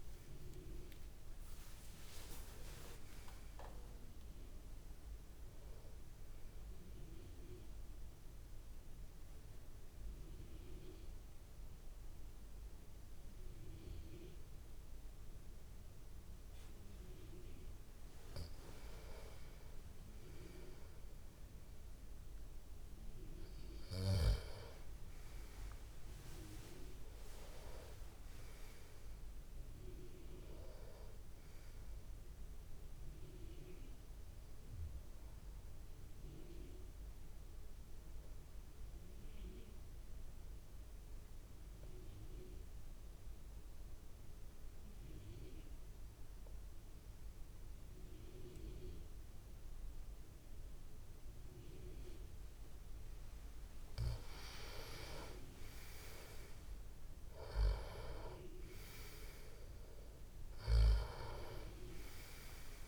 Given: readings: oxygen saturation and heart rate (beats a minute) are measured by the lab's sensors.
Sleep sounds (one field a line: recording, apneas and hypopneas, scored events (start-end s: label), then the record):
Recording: breathing in sleep by a room microphone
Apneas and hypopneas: 2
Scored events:
0.00-11.00 s: oxygen desaturation (device-marked, oxygen 88% lowest)
6.50-17.50 s: obstructive apnea (oxygen 96% before, 90% lowest)
19.50-23.00 s: arousal
26.00-41.00 s: oxygen desaturation (device-marked, oxygen 98% before, 95% lowest)
36.00-52.50 s: obstructive apnea (oxygen 98% before, 90% lowest)
55.00-58.50 s: arousal
56.00-62.88 s: oxygen desaturation (device-marked, oxygen 97% before, 90% lowest)
From the record:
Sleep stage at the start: N2 (light sleep)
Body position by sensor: on the back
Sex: male